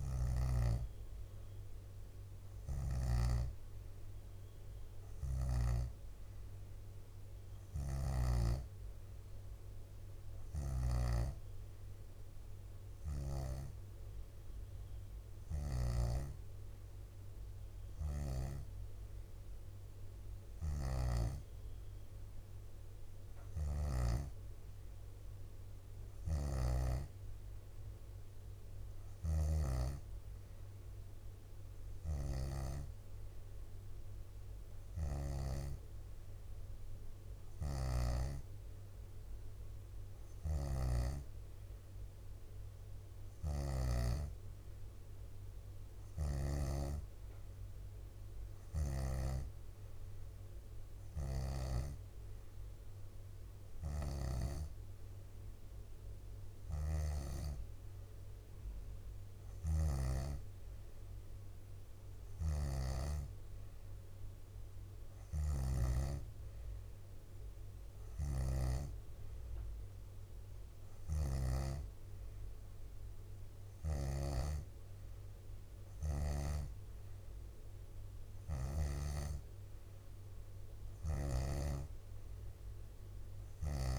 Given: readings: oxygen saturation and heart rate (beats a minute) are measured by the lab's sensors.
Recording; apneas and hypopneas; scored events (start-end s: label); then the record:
breathing in sleep by a room microphone; none
2.50-27.00 s: snoring (device-marked)
5.00-7.00 s: bradycardia (device-marked, heart rate 67 before, 61 extreme)
17.00-35.00 s: drop in pulse transit time (device-marked, heart rate 61 before, 59 extreme)
23.00-28.00 s: leg movement (device-marked)
29.00-35.50 s: snoring (device-marked)
30.00-32.00 s: bradycardia (device-marked, heart rate 66 before, 63 extreme)
37.50-44.00 s: snoring (device-marked)
41.00-43.00 s: bradycardia (device-marked, heart rate 66 before, 66 extreme)
46.00-49.50 s: snoring (device-marked)
59.50-66.00 s: snoring (device-marked)
68.00-74.50 s: snoring (device-marked)
81.00-83.99 s: snoring (device-marked)
From the record:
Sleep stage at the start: N2 (light sleep); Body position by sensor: on the back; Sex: female